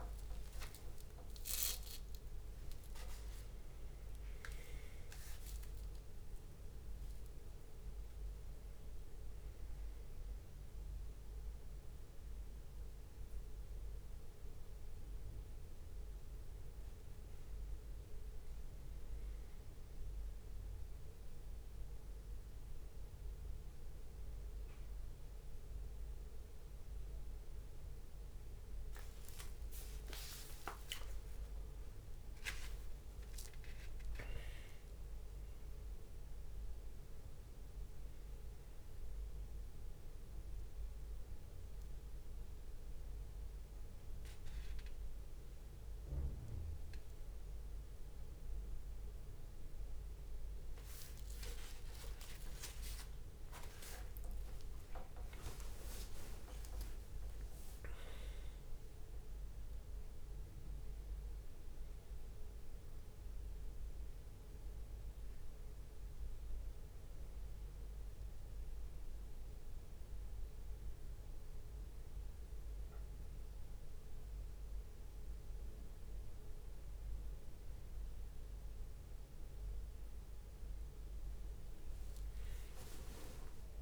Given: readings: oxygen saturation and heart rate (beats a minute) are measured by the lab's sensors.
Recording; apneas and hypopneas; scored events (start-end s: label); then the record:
a person awake in a sleep study, by a room microphone; none
0.00-3.00 s: tachycardia (device-marked, heart rate 144 extreme)
0.00-7.00 s: leg movement (device-marked)
0.00-14.00 s: drop in pulse transit time (device-marked, heart rate 65 extreme)
2.50-4.50 s: long interval between heartbeats (device-marked, heart rate 77 before, 140 extreme)
8.50-14.00 s: leg movement (device-marked)
16.00-21.00 s: leg movement (device-marked)
22.50-27.50 s: leg movement (device-marked)
29.50-34.50 s: leg movement (device-marked)
39.00-41.00 s: leg movement (device-marked)
42.50-43.50 s: leg movement (device-marked)
52.00-57.00 s: tachycardia (device-marked, heart rate 41 before, 111 extreme)
54.50-62.50 s: leg movement (device-marked)
55.00-57.00 s: long interval between heartbeats (device-marked, heart rate 74 before, 110 extreme)
62.00-71.00 s: drop in pulse transit time (device-marked, heart rate 80 before, 65 extreme)
81.50-83.82 s: leg movement (device-marked)
82.50-83.82 s: long interval between heartbeats (device-marked, heart rate 66 before, 70 extreme)
From the record:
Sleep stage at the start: awake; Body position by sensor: on the back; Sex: male